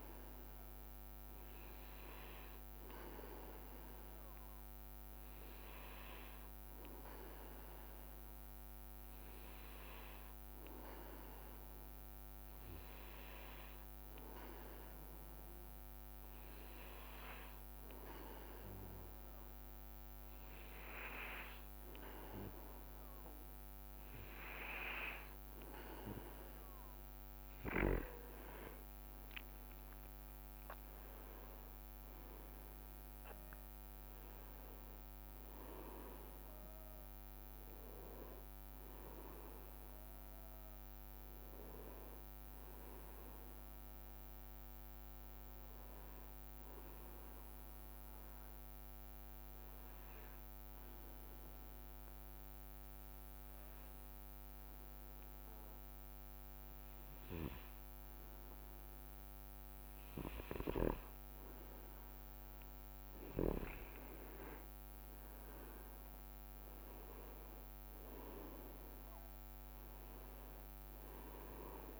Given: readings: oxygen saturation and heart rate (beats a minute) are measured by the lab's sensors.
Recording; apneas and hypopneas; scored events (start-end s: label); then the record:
breathing in sleep by a microphone on the trachea; 2
5.50-22.00 s: hypopnea (oxygen 97% before, 93% lowest, heart rate 62 before, 60 extreme, up 11 after)
29.00-33.00 s: arousal
47.50-60.50 s: obstructive apnea (oxygen 97% before, 93% lowest, heart rate 66 before, 60 extreme, up 5 after)
63.50-71.99 s: oxygen desaturation (device-marked, oxygen 98% before, 93% lowest, heart rate 62 before, 59 extreme)
64.50-68.50 s: arousal
From the record:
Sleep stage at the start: N2 (light sleep); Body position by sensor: on the back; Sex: male